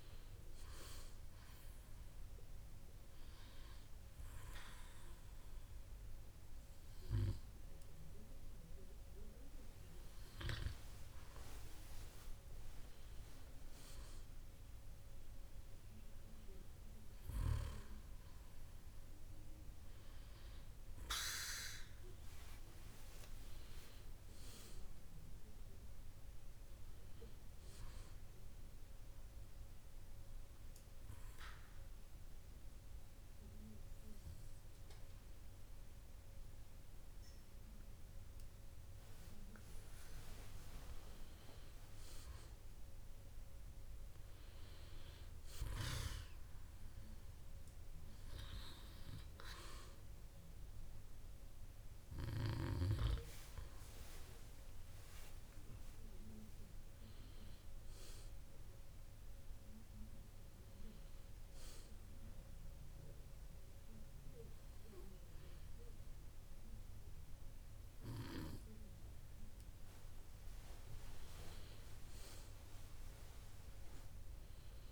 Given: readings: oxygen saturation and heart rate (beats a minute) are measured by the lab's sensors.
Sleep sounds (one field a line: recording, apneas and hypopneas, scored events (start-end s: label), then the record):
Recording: breathing in sleep by a room microphone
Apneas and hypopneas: 3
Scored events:
0.00-1.50 s: arousal
3.00-13.50 s: obstructive apnea (oxygen 97% before, 94% lowest, heart rate 62 before, 61 extreme, up 6 after)
16.00-20.00 s: arousal
31.50-42.00 s: obstructive apnea (oxygen 97% before, 94% lowest, heart rate 64 before, 59 extreme, up 11 after)
44.00-47.00 s: arousal
49.50-60.00 s: hypopnea (oxygen 96% before, 94% lowest, heart rate 64 before, 58 extreme, up 5 after)
61.50-64.50 s: arousal
From the record:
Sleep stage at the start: N2 (light sleep)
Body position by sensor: on the back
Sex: male